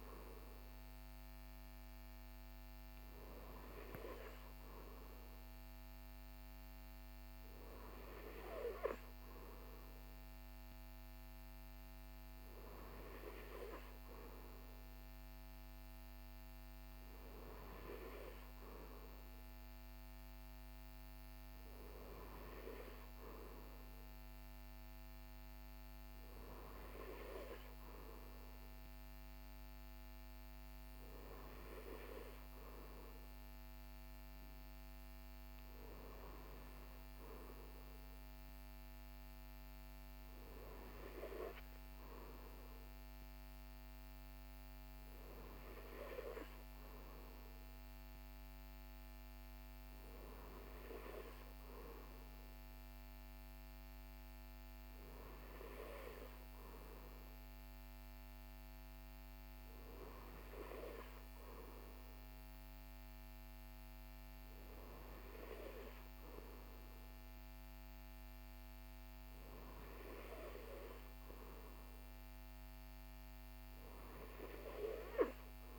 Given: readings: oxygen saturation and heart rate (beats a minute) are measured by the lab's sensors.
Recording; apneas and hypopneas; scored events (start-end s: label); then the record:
breathing in sleep by a microphone on the trachea; none
none scored
From the record:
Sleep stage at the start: N3 (deep sleep); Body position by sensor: on the right side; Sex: male